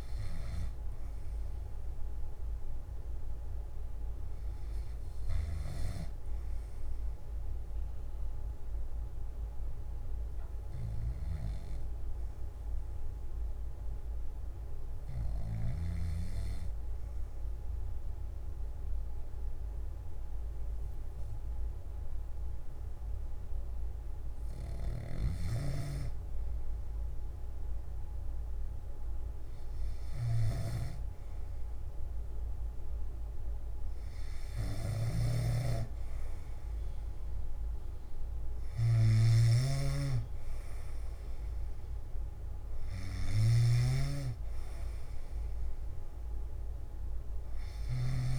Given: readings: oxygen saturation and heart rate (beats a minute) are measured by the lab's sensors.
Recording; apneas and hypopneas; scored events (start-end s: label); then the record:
breathing in sleep by a room microphone; 1
9.50-24.50 s: hypopnea (oxygen 99% before, 96% lowest, heart rate 61 before, 59 extreme, up 2 after)
35.00-43.50 s: snoring (device-marked)
From the record:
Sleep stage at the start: N1 (lightest sleep); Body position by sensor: on the back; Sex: male